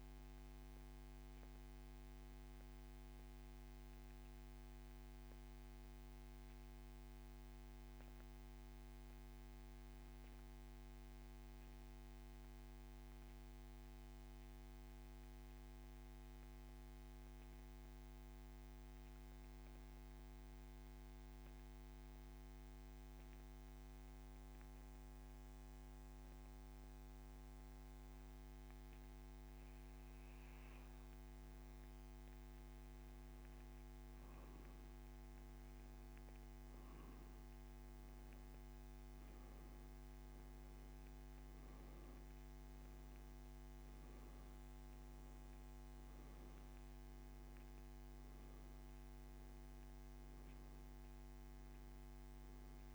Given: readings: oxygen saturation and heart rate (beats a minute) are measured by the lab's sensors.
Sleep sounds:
breathing in sleep, hard to hear, by a microphone on the trachea; 1
3.50-32.00 s: mixed apnea (oxygen 96% before, 88% lowest)
32.50-36.50 s: arousal
46.00-52.95 s: oxygen desaturation (device-marked, oxygen 95% before, 88% lowest)
From the record:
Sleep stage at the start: N2 (light sleep); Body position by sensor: on the back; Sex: male

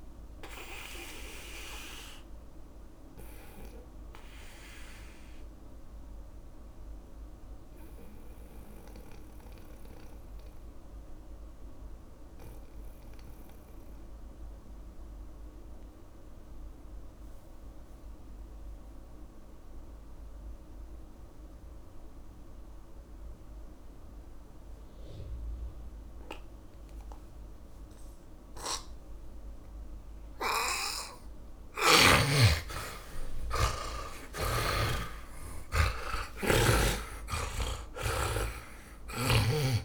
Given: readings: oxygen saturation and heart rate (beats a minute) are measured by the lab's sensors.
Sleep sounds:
breathing in sleep by a room microphone; 1
0.00-18.50 s: oxygen desaturation (device-marked, oxygen 78% lowest)
2.00-31.50 s: mixed apnea (oxygen 100% before, 77% lowest)
25.50-39.84 s: oxygen desaturation (device-marked, oxygen 100% before, 77% lowest)
32.50-39.50 s: arousal
From the record:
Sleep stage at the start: N2 (light sleep); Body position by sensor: on the back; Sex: male

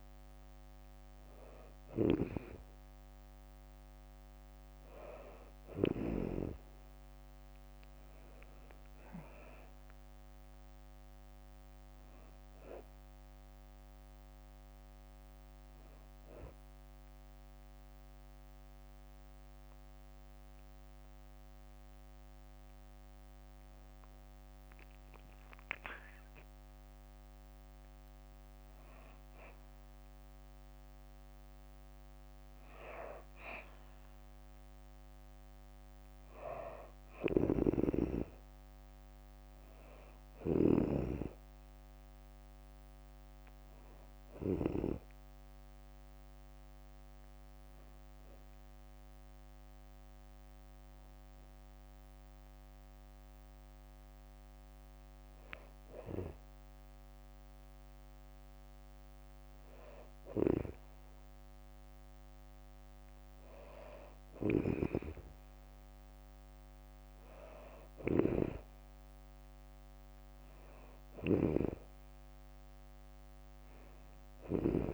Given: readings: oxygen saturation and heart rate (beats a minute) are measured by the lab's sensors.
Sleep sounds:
breathing in sleep by a microphone on the trachea; 2
7.50-11.50 s: arousal
8.00-19.00 s: drop in pulse transit time (device-marked, heart rate 66 before, 64 extreme)
16.50-27.50 s: hypopnea (oxygen 98% before, 93% lowest, heart rate 68 before, 63 extreme, up 5 after)
29.00-32.00 s: arousal
36.50-44.50 s: snoring (device-marked)
38.00-53.00 s: oxygen desaturation (device-marked, oxygen 97% before, 93% lowest, heart rate 66 before, 64 extreme)
48.00-58.00 s: hypopnea (oxygen 97% before, 94% lowest, heart rate 68 before, 64 extreme, up 3 after)
64.00-74.50 s: snoring (device-marked)
68.00-71.50 s: arousal
68.00-74.94 s: drop in pulse transit time (device-marked, heart rate 66 before, 65 extreme)
From the record:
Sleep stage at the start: N2 (light sleep); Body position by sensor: on the back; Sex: female

